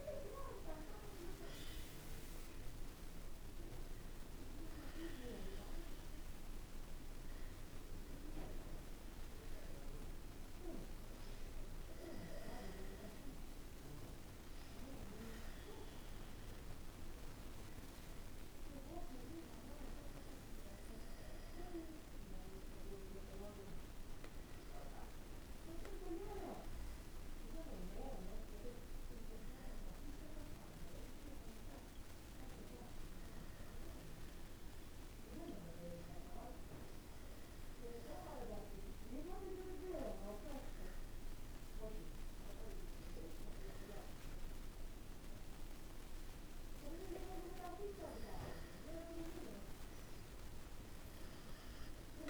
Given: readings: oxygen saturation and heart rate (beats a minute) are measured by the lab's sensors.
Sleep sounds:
breathing in sleep by a room microphone; none
none scored
From the record:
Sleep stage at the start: N1 (lightest sleep); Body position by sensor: on the back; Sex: male

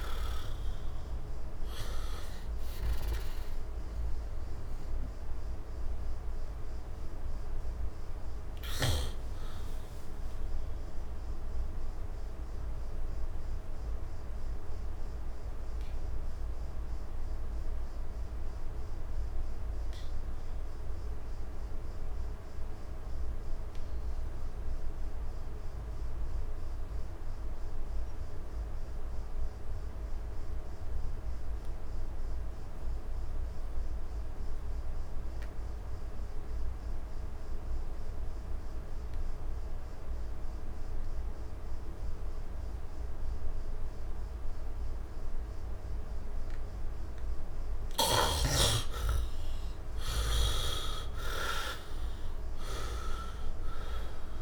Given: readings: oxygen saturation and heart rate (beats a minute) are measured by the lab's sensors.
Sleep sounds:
breathing in sleep by a room microphone; 1
0.00-28.00 s: oxygen desaturation (device-marked, oxygen 56% lowest, heart rate 63 extreme)
10.50-46.50 s: obstructive apnea (oxygen 97% before, 53% lowest, heart rate 76 before, 62 extreme, up 19 after)
30.00-54.42 s: oxygen desaturation (device-marked, oxygen 98% before, 53% lowest, heart rate 70 before, 62 extreme)
49.00-53.50 s: arousal
From the record:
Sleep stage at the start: N2 (light sleep); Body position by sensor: on the right side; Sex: male

